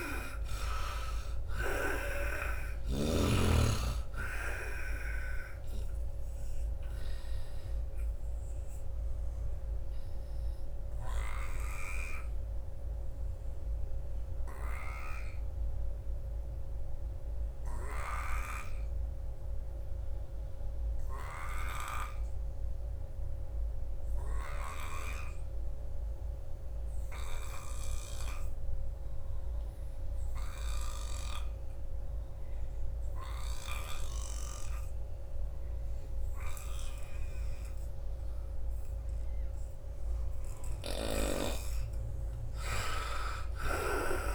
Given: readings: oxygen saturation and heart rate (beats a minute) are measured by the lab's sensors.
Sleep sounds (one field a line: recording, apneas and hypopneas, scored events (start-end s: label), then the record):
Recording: breathing in sleep by a room microphone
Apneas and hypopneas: 1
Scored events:
0.00-3.00 s: snoring (device-marked)
0.00-19.50 s: oxygen desaturation (device-marked, oxygen 76% lowest, heart rate 66 extreme)
7.50-39.00 s: obstructive apnea (oxygen 97% before, 73% lowest, heart rate 82 before, 66 extreme, up 21 after)
27.00-31.00 s: snoring (device-marked)
32.50-44.35 s: oxygen desaturation (device-marked, oxygen 97% before, 73% lowest, heart rate 80 before, 76 extreme)
34.50-36.50 s: long interval between heartbeats (device-marked, heart rate 78 before, 81 extreme)
40.50-44.00 s: arousal
40.50-44.00 s: snoring (device-marked)
From the record:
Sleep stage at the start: N2 (light sleep)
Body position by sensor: on the right side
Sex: male